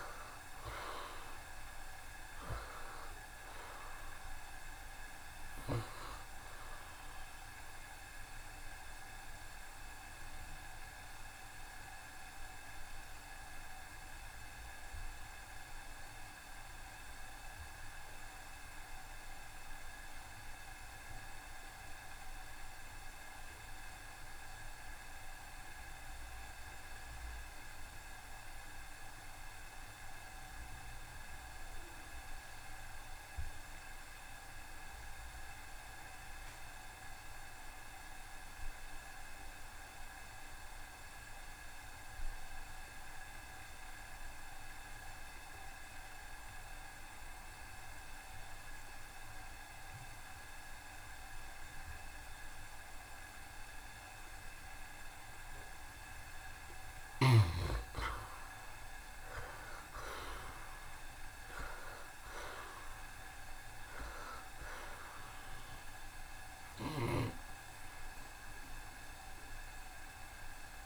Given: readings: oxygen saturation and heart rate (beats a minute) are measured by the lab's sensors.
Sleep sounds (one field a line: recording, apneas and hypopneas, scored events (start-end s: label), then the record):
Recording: breathing in sleep, hard to hear, by a room microphone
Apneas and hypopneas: 1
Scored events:
0.00-1.50 s: arousal
0.00-20.00 s: oxygen desaturation (device-marked, oxygen 63% lowest, heart rate 70 extreme)
8.50-56.50 s: obstructive apnea (oxygen 71% before, 63% lowest, heart rate 77 before, 70 extreme, up 13 after)
22.00-70.86 s: oxygen desaturation (device-marked, oxygen 93% before, 63% lowest, heart rate 74 before, 72 extreme)
58.00-60.00 s: long interval between heartbeats (device-marked, heart rate 75 before, 86 extreme)
58.50-62.50 s: arousal
From the record:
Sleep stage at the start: N2 (light sleep)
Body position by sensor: on the right side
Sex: male